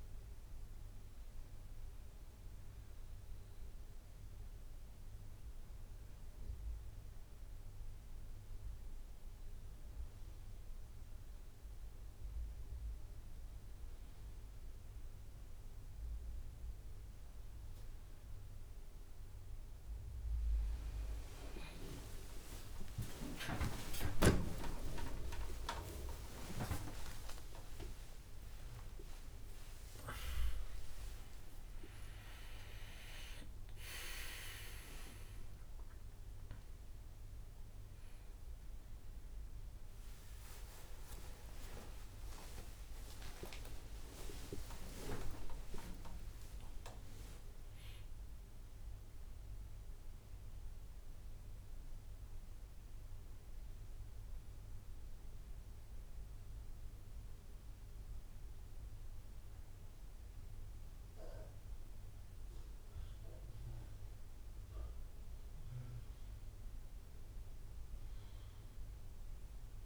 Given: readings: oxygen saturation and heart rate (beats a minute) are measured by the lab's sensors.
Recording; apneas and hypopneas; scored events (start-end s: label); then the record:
a person partly awake in a sleep study, by a room microphone; none
21.00-51.00 s: new sleep stage, awake
41.00-44.00 s: drop in pulse transit time (device-marked)
45.00-66.00 s: tachycardia (device-marked, heart rate 65 before, 127 extreme)
51.00-69.86 s: new sleep stage, N1 (lightest sleep)
63.00-69.86 s: oxygen desaturation (device-marked, oxygen 98% before, 93% lowest)
From the record:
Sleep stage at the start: REM sleep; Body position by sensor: on the right side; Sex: male